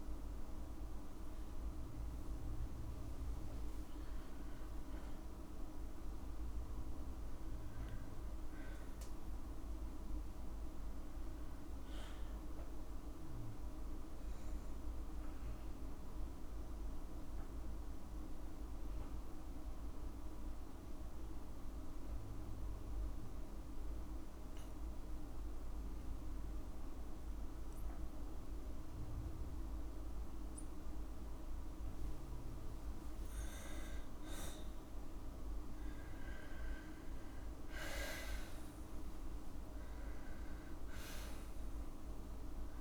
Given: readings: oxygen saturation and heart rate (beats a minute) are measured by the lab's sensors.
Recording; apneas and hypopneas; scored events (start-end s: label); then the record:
breathing in sleep, hard to hear, by a room microphone; 1
9.50-14.00 s: arousal
16.00-31.50 s: obstructive apnea (oxygen 97% before, 94% lowest, heart rate 55 before, 49 extreme, up 28 after)
27.50-29.50 s: long interval between heartbeats (device-marked, heart rate 54 before, 54 extreme)
33.50-37.50 s: arousal
37.00-39.00 s: long interval between heartbeats (device-marked, heart rate 54 before, 58 extreme)
39.00-41.00 s: long interval between heartbeats (device-marked, heart rate 55 before, 77 extreme)
From the record:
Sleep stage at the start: N2 (light sleep); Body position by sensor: on the back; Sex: female